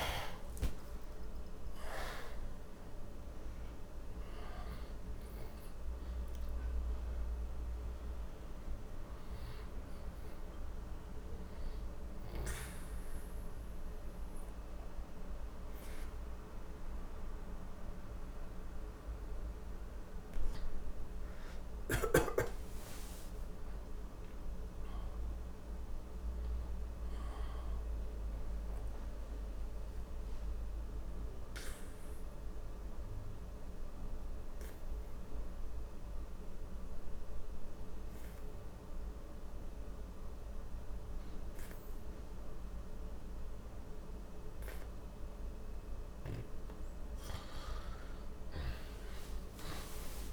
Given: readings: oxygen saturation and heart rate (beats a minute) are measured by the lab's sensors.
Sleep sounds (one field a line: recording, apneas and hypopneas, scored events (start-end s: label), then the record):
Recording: breathing in sleep, hard to hear, by a room microphone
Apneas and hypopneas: 2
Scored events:
0.00-23.50 s: oxygen desaturation (device-marked, oxygen 85% lowest, heart rate 61 extreme)
10.50-22.00 s: obstructive apnea (oxygen 98% before, 85% lowest, heart rate 69 before, 61 extreme, up 3 after)
22.50-25.50 s: arousal
29.00-46.00 s: obstructive apnea (oxygen 98% before, 88% lowest, heart rate 63 before, 61 extreme, up 39 after)
48.50-50.33 s: arousal
From the record:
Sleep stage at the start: N2 (light sleep)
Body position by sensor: on the back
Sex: male